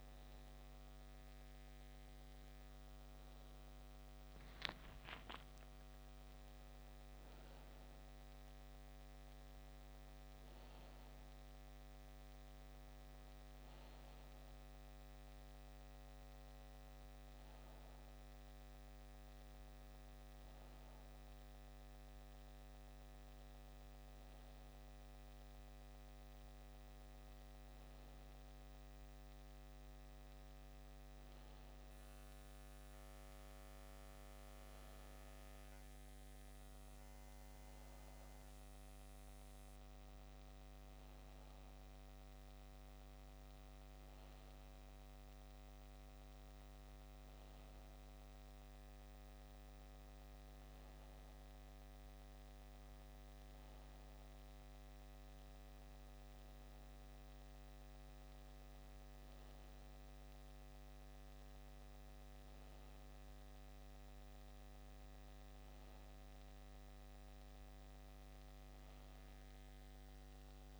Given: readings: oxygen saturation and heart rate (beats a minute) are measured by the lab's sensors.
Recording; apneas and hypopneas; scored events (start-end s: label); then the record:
breathing in sleep, hard to hear, by a microphone on the trachea; none
none scored
From the record:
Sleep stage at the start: N2 (light sleep); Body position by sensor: on the back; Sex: male